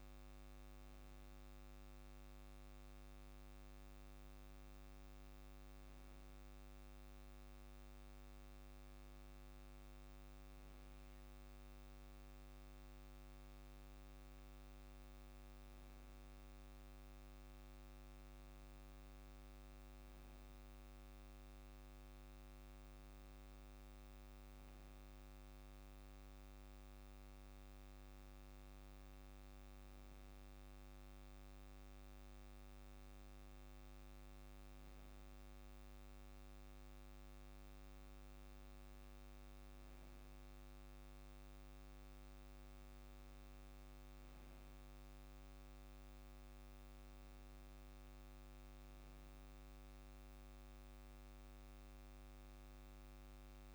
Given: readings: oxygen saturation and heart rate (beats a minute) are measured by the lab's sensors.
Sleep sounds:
breathing in sleep, hard to hear, by a microphone on the trachea; none
0.00-1.00 s: long interval between heartbeats (device-marked, heart rate 53 extreme)
12.50-14.50 s: long interval between heartbeats (device-marked, heart rate 50 before, 54 extreme)
19.00-21.00 s: long interval between heartbeats (device-marked, heart rate 47 before, 27 extreme)
46.00-48.00 s: long interval between heartbeats (device-marked, heart rate 55 before, 55 extreme)
From the record:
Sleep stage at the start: N2 (light sleep); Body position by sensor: on the back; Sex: male

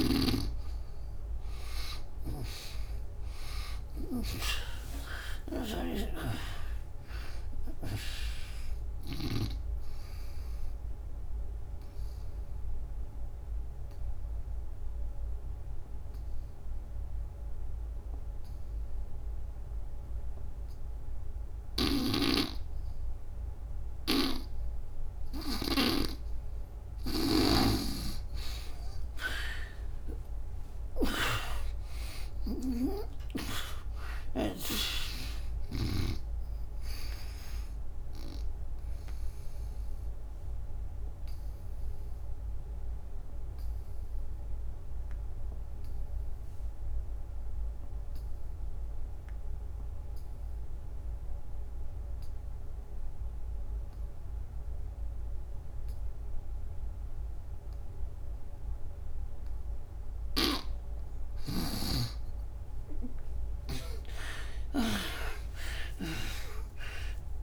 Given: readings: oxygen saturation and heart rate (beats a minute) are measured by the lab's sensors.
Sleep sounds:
breathing in sleep by a room microphone; 2
0.00-6.00 s: snoring (device-marked)
0.50-4.00 s: arousal
2.50-20.50 s: oxygen desaturation (device-marked, oxygen 96% before, 85% lowest, heart rate 108 before, 70 extreme)
9.50-21.00 s: obstructive apnea (oxygen 97% before, 73% lowest, heart rate 102 before, 70 extreme)
27.00-30.50 s: arousal
32.50-53.50 s: oxygen desaturation (device-marked, oxygen 96% before, 80% lowest, heart rate 89 before, 65 extreme)
38.00-59.50 s: obstructive apnea (oxygen 96% before, 73% lowest, heart rate 88 before, 65 extreme)
62.50-67.43 s: oxygen desaturation (device-marked, oxygen 98% before, 73% lowest, heart rate 76 before, 76 extreme)
63.00-67.43 s: arousal
From the record:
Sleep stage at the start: N2 (light sleep); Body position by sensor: on the back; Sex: female

